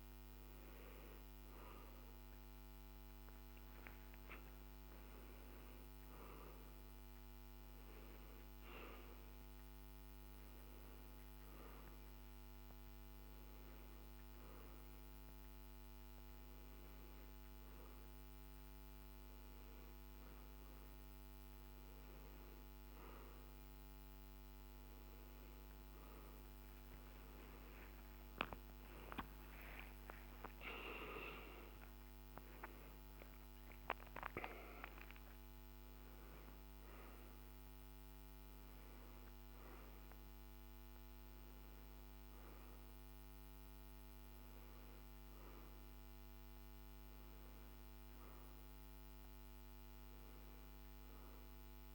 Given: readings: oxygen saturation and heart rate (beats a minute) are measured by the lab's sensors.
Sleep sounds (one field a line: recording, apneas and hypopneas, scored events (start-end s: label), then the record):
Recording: a person awake in a sleep study, by a microphone on the trachea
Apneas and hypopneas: none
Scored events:
0.00-8.50 s: oxygen desaturation (device-marked, oxygen 92% lowest, heart rate 68 extreme)
0.50-6.50 s: tachycardia (device-marked, heart rate 76 before, 102 extreme)
From the record:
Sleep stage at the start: awake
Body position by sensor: on the back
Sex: male